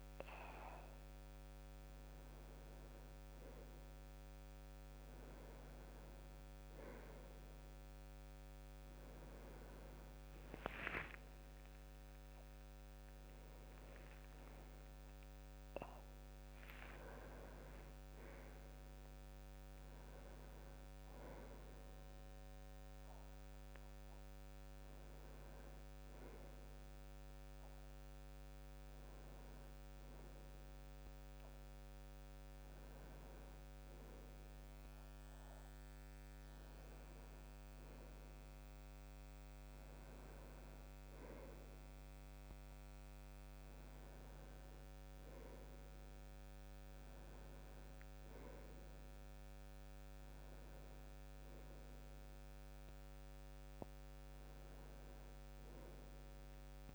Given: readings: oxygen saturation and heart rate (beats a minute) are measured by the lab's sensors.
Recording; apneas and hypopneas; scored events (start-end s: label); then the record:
a person partly awake in a sleep study, hard to hear, by a microphone on the trachea; none
11.50-24.50 s: oxygen desaturation (device-marked, oxygen 99% before, 96% lowest, heart rate 98 before, 76 extreme)
16.50-56.95 s: new sleep stage, N1 (lightest sleep)
From the record:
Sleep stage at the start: awake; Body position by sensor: on the back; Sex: male